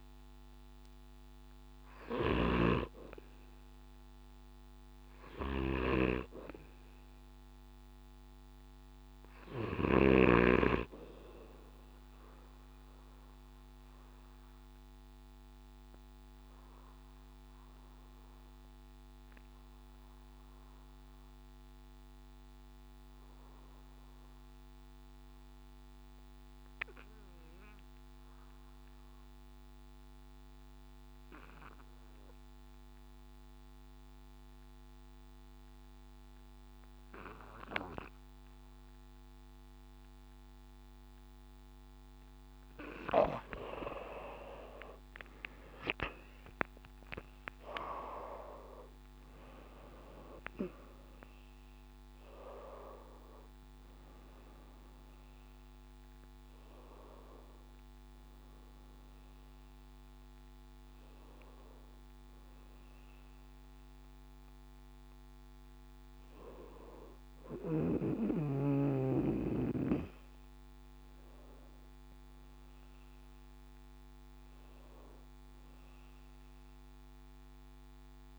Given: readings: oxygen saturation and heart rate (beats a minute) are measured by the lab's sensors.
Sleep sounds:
breathing in sleep by a microphone on the trachea; 1
0.00-2.50 s: snoring (device-marked)
12.00-41.00 s: obstructive apnea (oxygen 97% before, 84% lowest, heart rate 68 before, 60 extreme, up 10 after)
44.00-48.50 s: arousal
48.00-78.39 s: oxygen desaturation (device-marked, oxygen 95% before, 84% lowest, heart rate 66 before, 67 extreme)
From the record:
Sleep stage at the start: N2 (light sleep); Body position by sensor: on the back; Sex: male

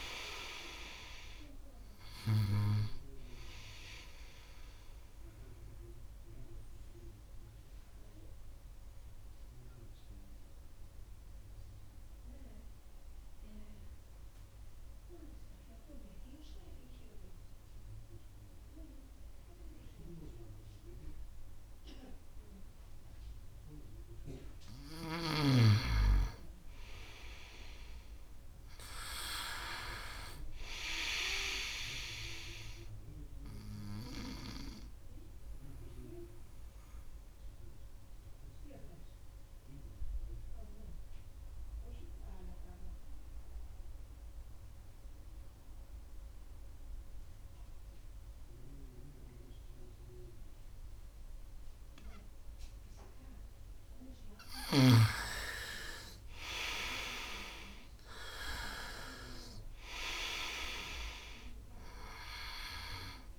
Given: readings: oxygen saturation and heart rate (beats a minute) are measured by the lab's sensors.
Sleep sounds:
breathing in sleep by a room microphone; 2
0.00-21.50 s: oxygen desaturation (device-marked, oxygen 87% lowest, heart rate 62 extreme)
7.00-23.50 s: obstructive apnea (oxygen 97% before, 87% lowest, heart rate 73 before, 64 extreme, up 5 after)
25.50-29.00 s: arousal
29.50-47.50 s: oxygen desaturation (device-marked, oxygen 99% before, 88% lowest, heart rate 68 before, 63 extreme)
35.50-52.50 s: obstructive apnea (oxygen 99% before, 86% lowest, heart rate 69 before, 63 extreme, up 4 after)
54.50-58.50 s: arousal
54.50-63.39 s: oxygen desaturation (device-marked, oxygen 98% before, 87% lowest, heart rate 67 before, 63 extreme)
From the record:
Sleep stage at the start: N2 (light sleep); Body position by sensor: on the right side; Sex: male

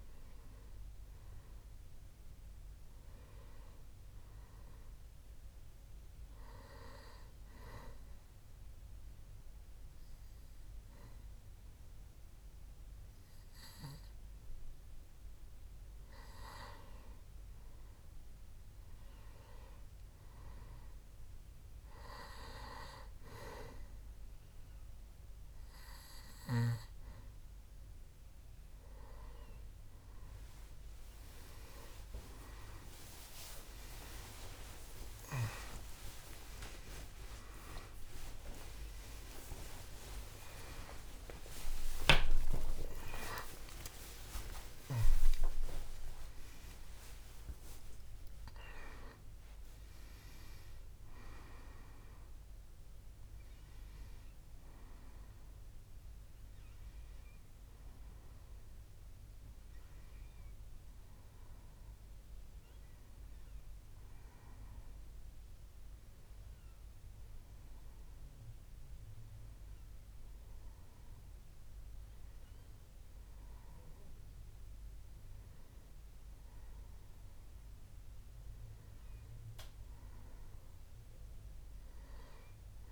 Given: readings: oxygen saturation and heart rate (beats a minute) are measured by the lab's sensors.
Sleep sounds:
a person awake in a sleep study, by a room microphone; 1
7.50-17.50 s: obstructive apnea (oxygen 98% before, 94% lowest, heart rate 70 before, 68 extreme, up 4 after)
32.00-82.92 s: new sleep stage, awake
42.50-44.50 s: long interval between heartbeats (device-marked, heart rate 73 before, 90 extreme)
From the record:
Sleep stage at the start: N2 (light sleep); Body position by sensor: on the back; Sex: male

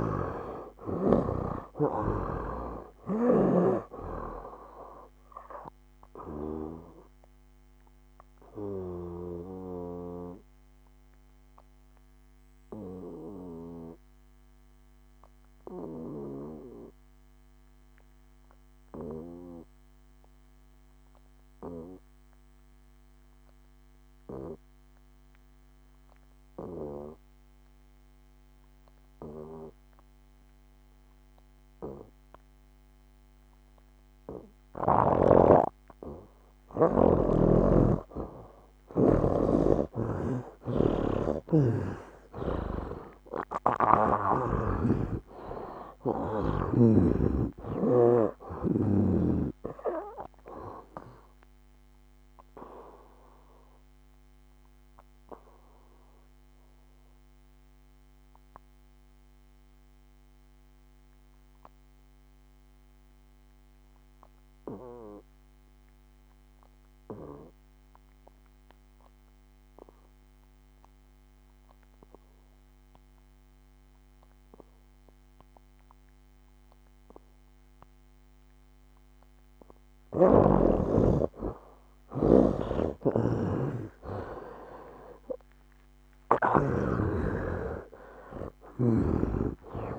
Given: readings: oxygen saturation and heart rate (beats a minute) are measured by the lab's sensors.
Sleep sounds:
breathing in sleep by a microphone on the trachea; 2
0.00-1.50 s: arousal
0.00-1.50 s: snoring (device-marked)
0.00-25.50 s: oxygen desaturation (device-marked, oxygen 70% lowest, heart rate 63 extreme)
7.50-36.00 s: obstructive apnea (oxygen 98% before, 69% lowest, heart rate 75 before, 63 extreme, up 14 after)
34.50-70.50 s: oxygen desaturation (device-marked, oxygen 97% before, 69% lowest, heart rate 66 before, 63 extreme)
39.50-44.50 s: snoring (device-marked)
40.00-44.50 s: arousal
52.00-80.00 s: obstructive apnea (oxygen 97% before, 69% lowest, heart rate 73 before, 63 extreme, up 16 after)
82.50-87.00 s: snoring (device-marked)
83.50-87.00 s: arousal
85.50-89.98 s: oxygen desaturation (device-marked, oxygen 95% before, 71% lowest, heart rate 66 before, 64 extreme)
From the record:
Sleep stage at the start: N2 (light sleep); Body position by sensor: on the back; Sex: male

